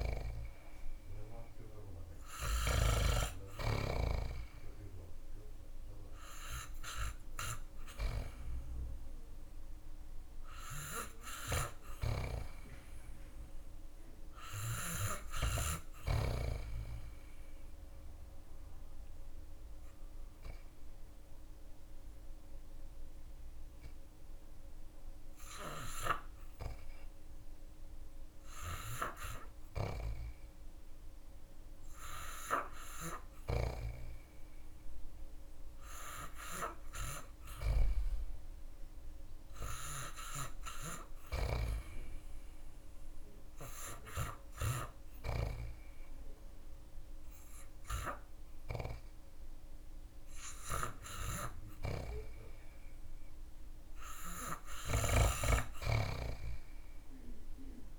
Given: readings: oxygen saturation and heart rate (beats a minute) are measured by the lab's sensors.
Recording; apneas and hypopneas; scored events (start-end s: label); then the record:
breathing in sleep by a room microphone; 1
12.50-34.50 s: oxygen desaturation (device-marked, oxygen 97% before, 93% lowest)
14.50-29.50 s: obstructive apnea (oxygen 97% before, 90% lowest)
36.00-41.00 s: arousal
54.50-57.98 s: oxygen desaturation (device-marked, oxygen 96% before, 90% lowest)
From the record:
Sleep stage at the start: REM sleep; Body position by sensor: on the back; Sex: male